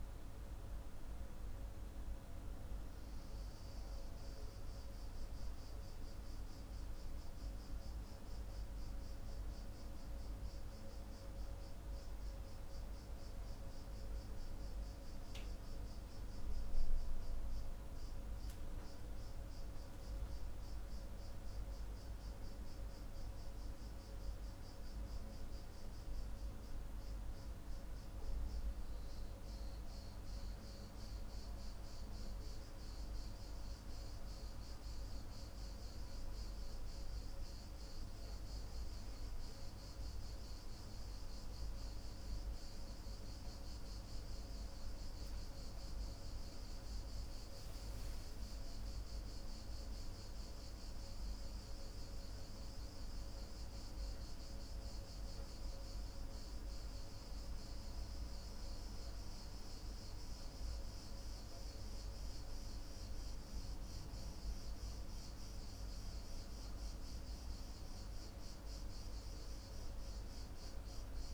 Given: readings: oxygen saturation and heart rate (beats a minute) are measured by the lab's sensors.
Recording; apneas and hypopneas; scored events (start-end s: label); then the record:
breathing in sleep, hard to hear, by a room microphone; none
none scored
From the record:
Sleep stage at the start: N3 (deep sleep); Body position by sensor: on the back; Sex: male